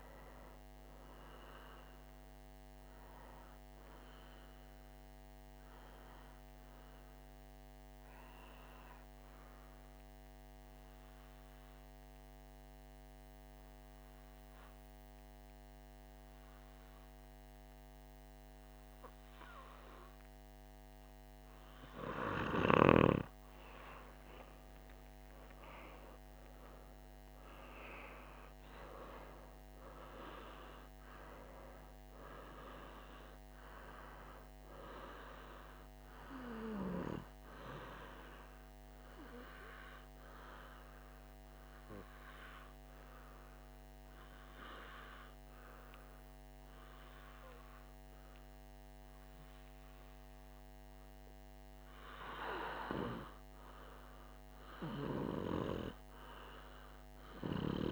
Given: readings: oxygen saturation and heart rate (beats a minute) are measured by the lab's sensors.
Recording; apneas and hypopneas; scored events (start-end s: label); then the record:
breathing in sleep by a microphone on the trachea; 2
7.00-22.00 s: obstructive apnea (oxygen 97% before, 93% lowest, heart rate 70 before, 51 extreme, up 1 after)
23.50-28.50 s: arousal
31.00-47.00 s: oxygen desaturation (device-marked, oxygen 97% before, 93% lowest, heart rate 55 before, 51 extreme)
40.50-53.50 s: obstructive apnea (oxygen 99% before, 93% lowest, heart rate 55 before, 54 extreme, up 1 after)
From the record:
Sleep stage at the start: N2 (light sleep); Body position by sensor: on the right side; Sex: male